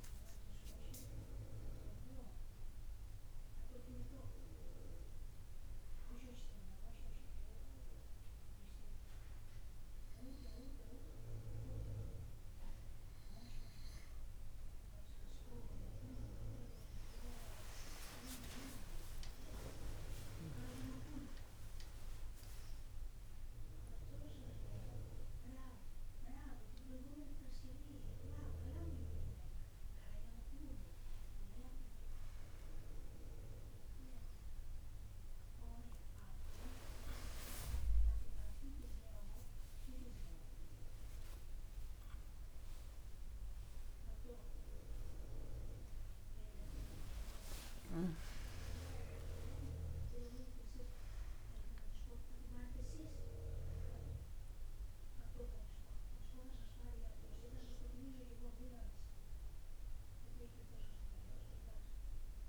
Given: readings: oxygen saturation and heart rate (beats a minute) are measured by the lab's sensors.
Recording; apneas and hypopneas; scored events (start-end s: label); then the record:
a person awake in a sleep study, by a room microphone; none
15.50-30.50 s: tachycardia (device-marked)
18.50-20.50 s: long interval between heartbeats (device-marked)
29.50-62.49 s: new sleep stage, awake
From the record:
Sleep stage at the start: N2 (light sleep); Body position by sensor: on the right side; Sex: female